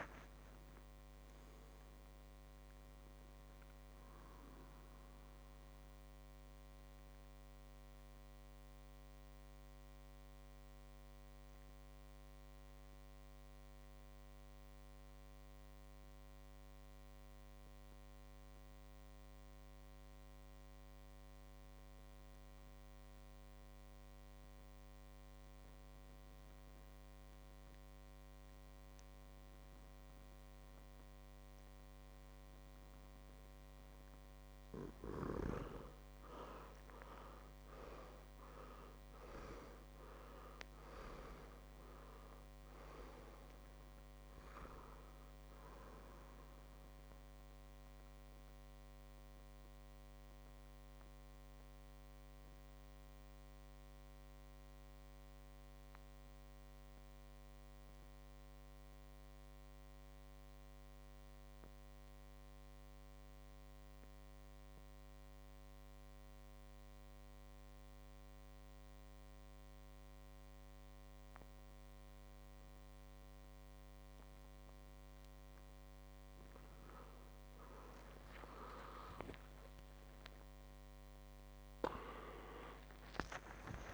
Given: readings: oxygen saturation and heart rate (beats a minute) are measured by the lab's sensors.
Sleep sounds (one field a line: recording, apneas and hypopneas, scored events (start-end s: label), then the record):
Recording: breathing in sleep by a microphone on the trachea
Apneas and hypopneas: 2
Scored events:
0.00-20.50 s: oxygen desaturation (device-marked, oxygen 94% lowest, heart rate 51 extreme)
5.50-34.00 s: mixed apnea (oxygen 99% before, 88% lowest, heart rate 71 before, 51 extreme, up 9 after)
31.50-60.50 s: oxygen desaturation (device-marked, oxygen 98% before, 88% lowest, heart rate 56 before, 54 extreme)
36.50-41.00 s: arousal
47.50-75.00 s: mixed apnea (oxygen 98% before, 88% lowest, heart rate 61 before, 54 extreme, up 15 after)
78.50-83.50 s: arousal
78.50-83.94 s: oxygen desaturation (device-marked, oxygen 99% before, 92% lowest, heart rate 59 before, 53 extreme)
From the record:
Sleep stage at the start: N2 (light sleep)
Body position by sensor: on the back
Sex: male